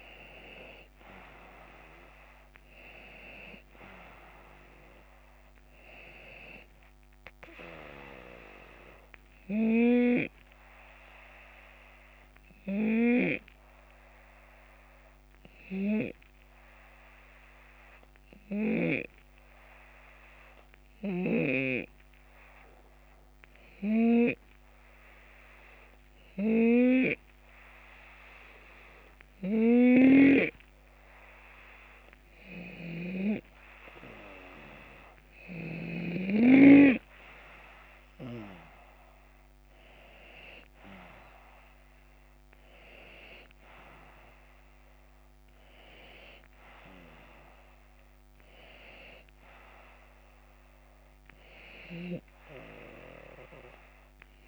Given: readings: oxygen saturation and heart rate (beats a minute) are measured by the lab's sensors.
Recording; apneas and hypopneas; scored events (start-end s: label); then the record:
breathing in sleep by a microphone on the trachea; 1
0.00-10.00 s: drop in pulse transit time (device-marked, heart rate 78 extreme)
11.00-30.00 s: hypopnea (oxygen 94% before, 90% lowest, heart rate 78 before, 71 extreme, up 7 after)
29.50-36.00 s: snoring (device-marked)
33.50-37.50 s: arousal
38.00-51.00 s: drop in pulse transit time (device-marked, heart rate 74 before, 77 extreme)
43.00-49.00 s: oxygen desaturation (device-marked, oxygen 93% before, 90% lowest, heart rate 75 before, 73 extreme)
From the record:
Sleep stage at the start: N2 (light sleep); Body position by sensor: on the left side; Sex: male